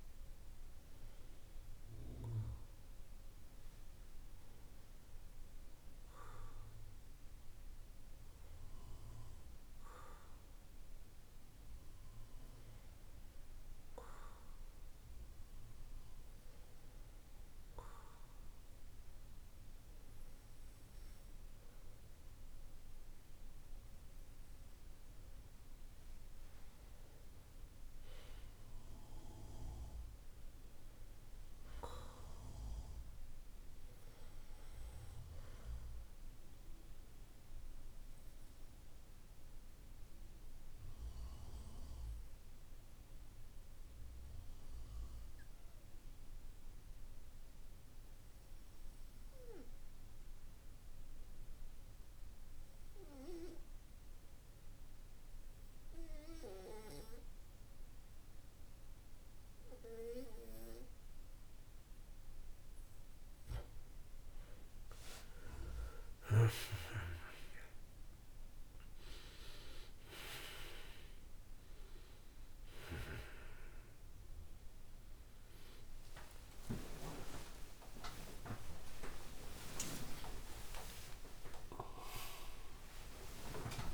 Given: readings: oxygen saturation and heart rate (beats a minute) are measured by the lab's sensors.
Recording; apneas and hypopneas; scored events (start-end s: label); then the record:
a person partly awake in a sleep study, by a room microphone; 1
36.00-61.50 s: obstructive apnea (oxygen 95% before, 88% lowest, heart rate 51 before, 49 extreme, up 23 after)
59.00-83.94 s: new sleep stage, awake
64.00-83.94 s: oxygen desaturation (device-marked, oxygen 94% before, 88% lowest, heart rate 51 before, 55 extreme)
From the record:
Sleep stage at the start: N2 (light sleep); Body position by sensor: on the back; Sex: male